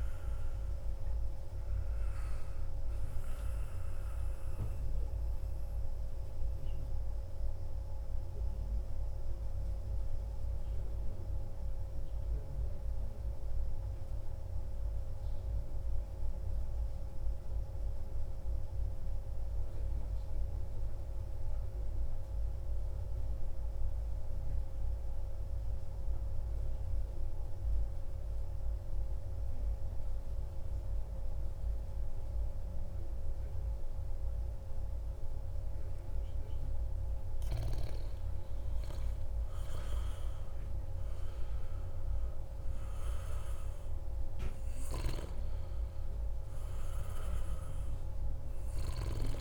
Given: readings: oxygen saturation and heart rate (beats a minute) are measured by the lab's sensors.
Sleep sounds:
breathing in sleep, hard to hear, by a room microphone; 1
0.00-5.50 s: oxygen desaturation (device-marked, oxygen 88% lowest, heart rate 60 extreme)
5.00-35.50 s: mixed apnea (oxygen 97% before, 93% lowest, heart rate 78 before, 57 extreme, up 3 after)
37.50-43.00 s: arousal
46.50-49.41 s: oxygen desaturation (device-marked, oxygen 96% before, 93% lowest, heart rate 64 before, 57 extreme)
From the record:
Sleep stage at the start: N2 (light sleep); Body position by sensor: on the back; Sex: male

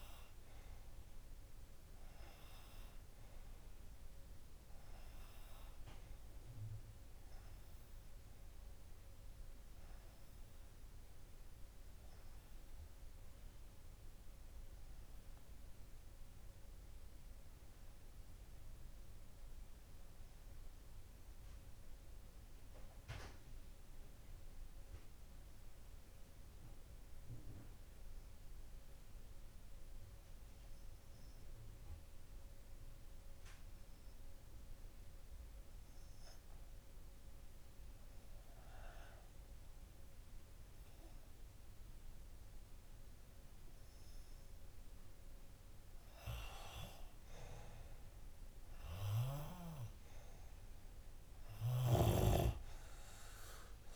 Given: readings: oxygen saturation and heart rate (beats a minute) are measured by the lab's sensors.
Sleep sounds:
breathing in sleep by a room microphone; 1
6.00-45.50 s: obstructive apnea (oxygen 97% before, 91% lowest)
46.00-53.96 s: oxygen desaturation (device-marked, oxygen 98% before, 91% lowest)
47.00-50.50 s: arousal
From the record:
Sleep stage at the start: REM sleep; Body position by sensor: on the left side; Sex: male

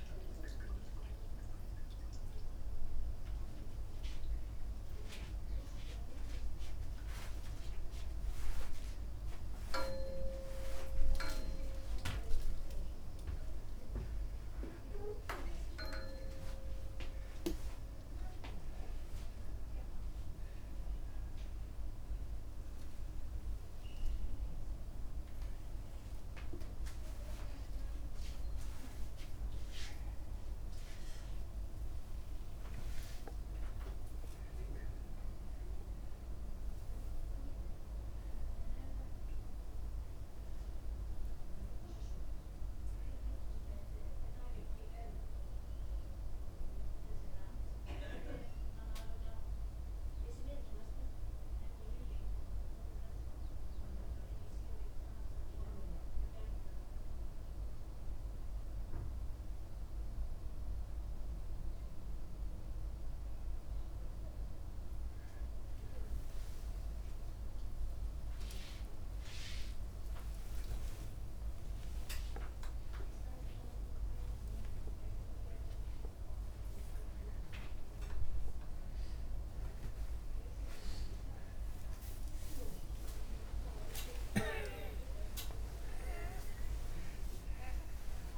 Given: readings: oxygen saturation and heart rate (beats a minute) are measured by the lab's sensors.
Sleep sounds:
a person awake in a sleep study, by a room microphone; none
19.00-27.00 s: oxygen desaturation (device-marked, oxygen 91% before, 88% lowest, heart rate 109 before, 69 extreme)
80.00-85.00 s: oxygen desaturation (device-marked, oxygen 92% before, 88% lowest, heart rate 102 before, 26 extreme)
From the record:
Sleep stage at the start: awake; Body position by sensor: upright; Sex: male

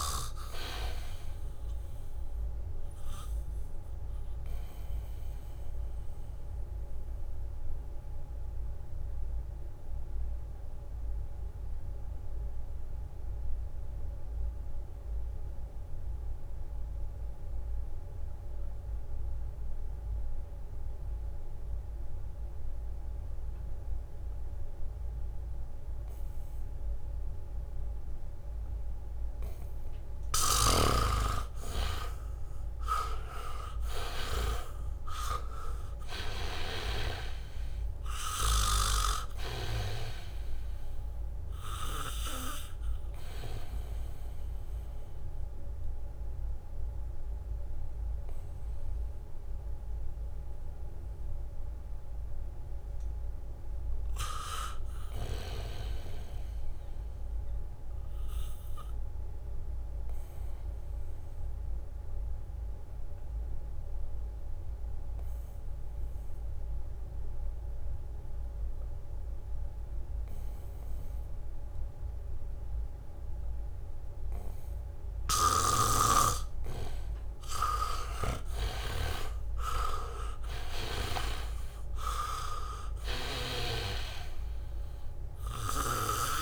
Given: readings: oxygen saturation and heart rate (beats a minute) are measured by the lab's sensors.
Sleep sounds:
breathing in sleep by a room microphone; 2
0.00-23.50 s: oxygen desaturation (device-marked, oxygen 80% lowest, heart rate 66 extreme)
4.50-30.00 s: mixed apnea (oxygen 99% before, 78% lowest, heart rate 71 before, 66 extreme, up 6 after)
22.50-29.50 s: leg movement (device-marked)
29.50-55.50 s: oxygen desaturation (device-marked, oxygen 99% before, 78% lowest, heart rate 70 before, 64 extreme)
32.50-36.00 s: arousal
43.00-74.50 s: obstructive apnea (oxygen 99% before, 78% lowest, heart rate 70 before, 64 extreme, up 0 after)
68.50-86.42 s: oxygen desaturation (device-marked, oxygen 99% before, 78% lowest, heart rate 77 before, 63 extreme)
71.50-74.00 s: leg movement (device-marked)
75.50-84.00 s: snoring (device-marked)
80.00-84.00 s: arousal
From the record:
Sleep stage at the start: N2 (light sleep); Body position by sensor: on the back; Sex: male

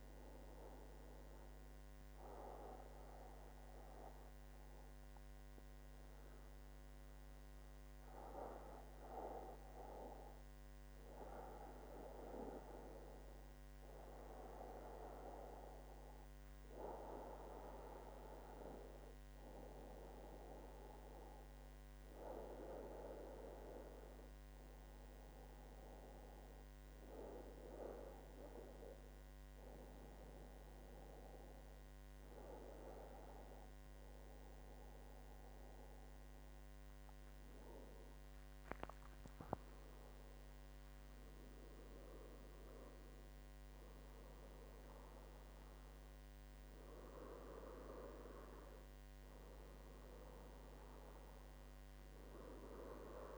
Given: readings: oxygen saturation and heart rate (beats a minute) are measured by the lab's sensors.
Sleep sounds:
breathing in sleep by a microphone on the trachea; 1
2.00-13.00 s: obstructive apnea (oxygen 97% before, 95% lowest, heart rate 80 before, 79 extreme, up 3 after)
16.00-20.00 s: arousal
From the record:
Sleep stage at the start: N1 (lightest sleep); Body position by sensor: on the back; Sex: male

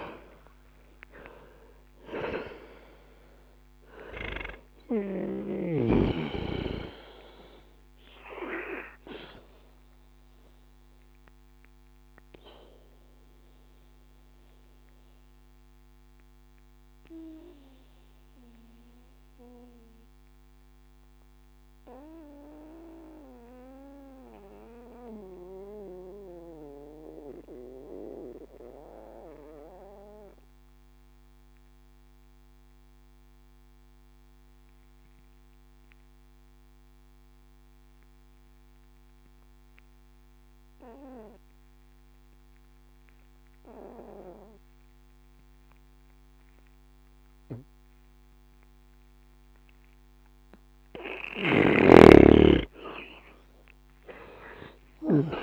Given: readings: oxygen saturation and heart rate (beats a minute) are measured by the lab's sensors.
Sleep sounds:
breathing in sleep by a microphone on the trachea; 1
0.00-29.00 s: oxygen desaturation (device-marked, oxygen 98% before, 75% lowest, heart rate 61 before, 60 extreme)
6.50-51.00 s: obstructive apnea (oxygen 96% before, 75% lowest, heart rate 94 before, 60 extreme, up 0 after)
48.00-55.42 s: oxygen desaturation (device-marked, oxygen 99% before, 81% lowest, heart rate 60 before, 59 extreme)
From the record:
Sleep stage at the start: N2 (light sleep); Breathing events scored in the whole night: 189 in 3.6 hours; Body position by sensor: on the back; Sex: male

